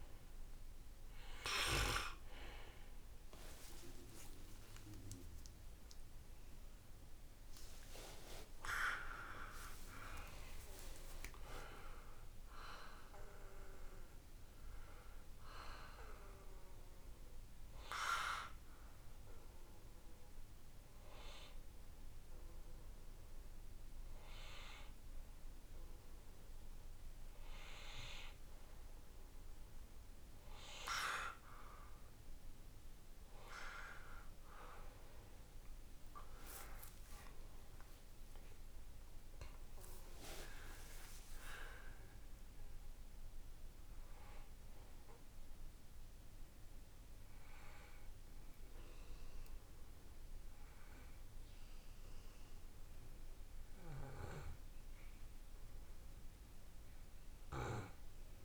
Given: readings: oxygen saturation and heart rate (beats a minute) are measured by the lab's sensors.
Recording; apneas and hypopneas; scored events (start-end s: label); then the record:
breathing in sleep by a room microphone; none
4.00-10.00 s: arousal
37.00-41.00 s: arousal
From the record:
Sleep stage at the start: N2 (light sleep); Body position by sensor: on the right side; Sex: male